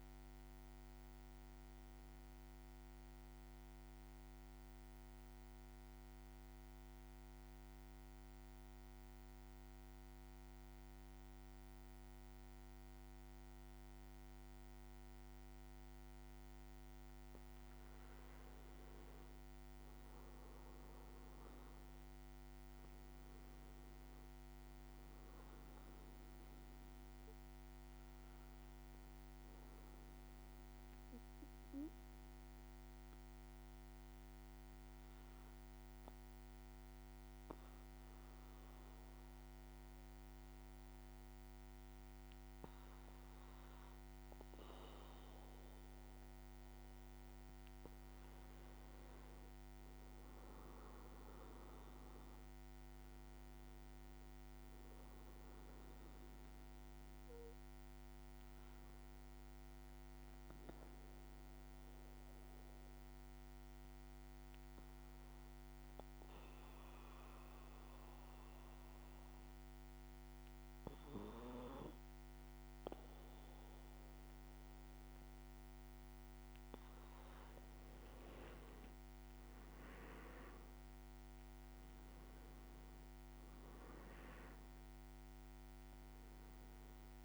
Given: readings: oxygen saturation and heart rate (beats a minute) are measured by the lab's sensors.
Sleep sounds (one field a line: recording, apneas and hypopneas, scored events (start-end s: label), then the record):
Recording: breathing in sleep, hard to hear, by a microphone on the trachea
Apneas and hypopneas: 3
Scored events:
4.00-16.50 s: central apnea (oxygen 98% before, 95% lowest, heart rate 58 before, 53 extreme, up 7 after)
19.00-22.00 s: leg movement (device-marked)
20.00-23.50 s: arousal
26.00-41.00 s: oxygen desaturation (device-marked, oxygen 98% before, 95% lowest, heart rate 56 before, 53 extreme)
29.00-42.00 s: obstructive apnea (oxygen 98% before, 95% lowest, heart rate 57 before, 53 extreme, up 5 after)
46.00-48.50 s: leg movement (device-marked)
46.00-51.50 s: arousal
59.50-74.50 s: obstructive apnea (oxygen 98% before, 96% lowest, heart rate 57 before, 53 extreme, up 5 after)
76.50-79.50 s: leg movement (device-marked)
78.50-83.50 s: arousal
From the record:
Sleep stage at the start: N2 (light sleep)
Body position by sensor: on the back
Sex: male